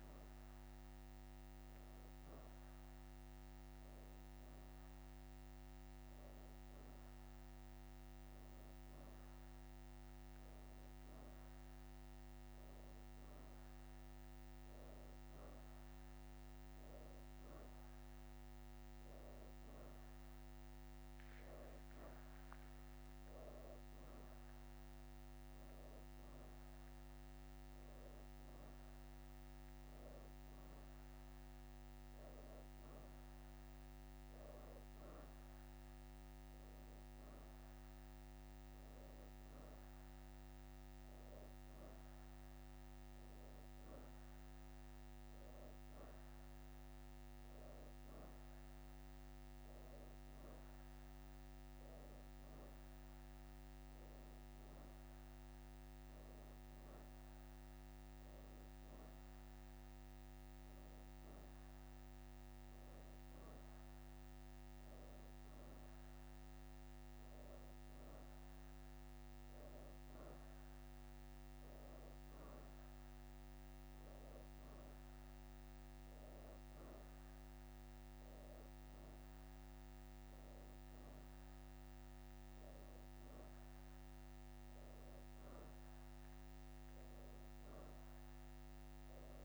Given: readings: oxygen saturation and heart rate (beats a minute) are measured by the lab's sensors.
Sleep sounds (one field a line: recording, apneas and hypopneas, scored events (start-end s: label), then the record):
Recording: breathing in sleep, hard to hear, by a microphone on the trachea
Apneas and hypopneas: none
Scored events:
2.00-3.50 s: leg movement (device-marked)
5.50-6.50 s: leg movement (device-marked)
7.00-8.00 s: leg movement (device-marked)
15.00-20.00 s: leg movement (device-marked)
51.50-56.00 s: arousal
53.00-55.50 s: leg movement (device-marked)
69.50-71.50 s: leg movement (device-marked)
76.00-81.50 s: leg movement (device-marked)
From the record:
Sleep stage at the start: N2 (light sleep)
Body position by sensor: on the back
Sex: female